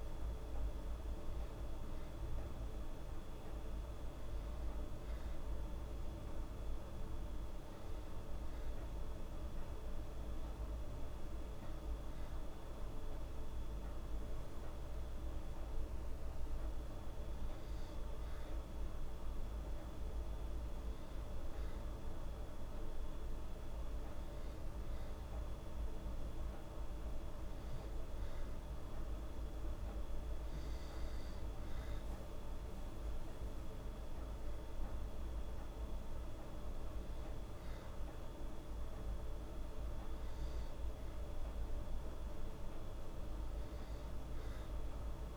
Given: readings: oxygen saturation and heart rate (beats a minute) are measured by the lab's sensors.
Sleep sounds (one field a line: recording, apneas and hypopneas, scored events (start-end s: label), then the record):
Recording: breathing in sleep, hard to hear, by a room microphone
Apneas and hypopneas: none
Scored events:
34.00-37.50 s: arousal
From the record:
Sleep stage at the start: N2 (light sleep)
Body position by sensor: on the back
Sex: female